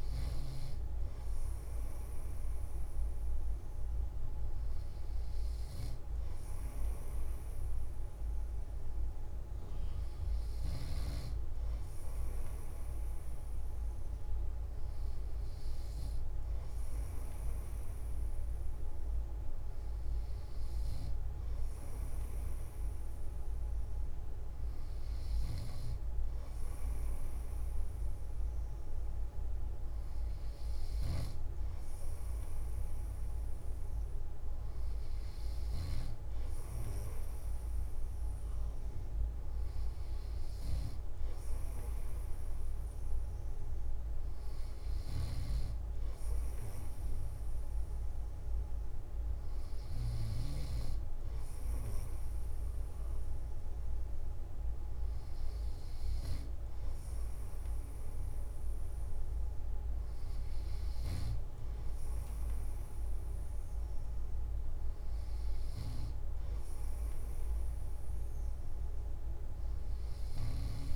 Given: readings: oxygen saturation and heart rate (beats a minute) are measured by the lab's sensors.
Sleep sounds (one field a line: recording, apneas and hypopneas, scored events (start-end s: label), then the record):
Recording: breathing in sleep, hard to hear, by a room microphone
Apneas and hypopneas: none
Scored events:
none scored
From the record:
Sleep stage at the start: N3 (deep sleep)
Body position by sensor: on the back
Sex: male